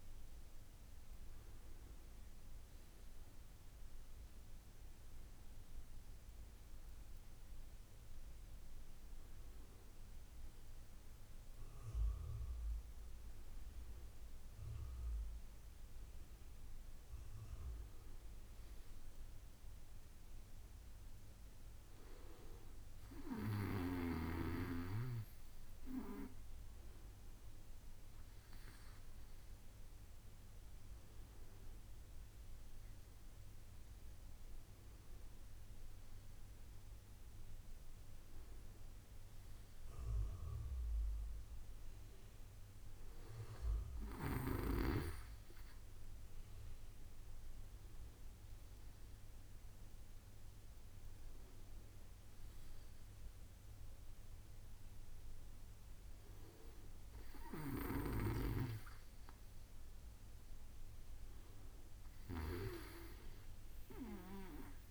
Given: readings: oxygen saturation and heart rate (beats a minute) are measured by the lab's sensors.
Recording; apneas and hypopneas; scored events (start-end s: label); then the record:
breathing in sleep by a room microphone; none
31.50-64.91 s: new sleep stage, N2 (light sleep)
From the record:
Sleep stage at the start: N1 (lightest sleep); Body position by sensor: on the back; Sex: male